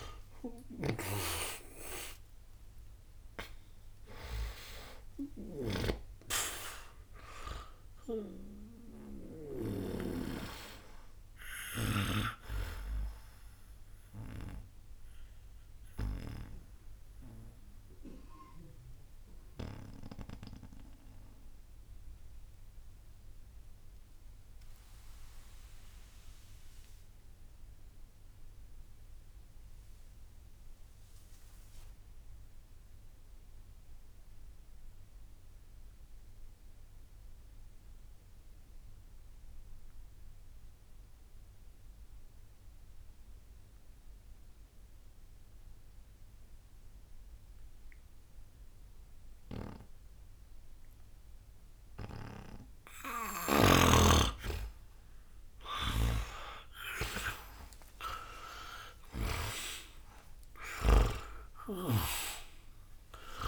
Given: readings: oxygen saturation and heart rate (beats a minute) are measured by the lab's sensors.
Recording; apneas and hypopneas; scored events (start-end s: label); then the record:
a person partly awake in a sleep study, by a room microphone; 1
0.00-9.00 s: snoring (device-marked)
0.00-35.00 s: oxygen desaturation (device-marked, oxygen 79% lowest)
8.00-21.00 s: bradycardia (device-marked)
12.00-63.48 s: new sleep stage, N2 (light sleep)
15.50-51.50 s: obstructive apnea (oxygen 96% before, 79% lowest, heart rate 69 before, 44 extreme)
53.00-59.00 s: snoring (device-marked)
53.00-63.48 s: oxygen desaturation (device-marked, oxygen 99% before, 82% lowest, heart rate 65 before, 61 extreme)
54.00-58.00 s: arousal
From the record:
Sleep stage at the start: awake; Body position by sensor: on the back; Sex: male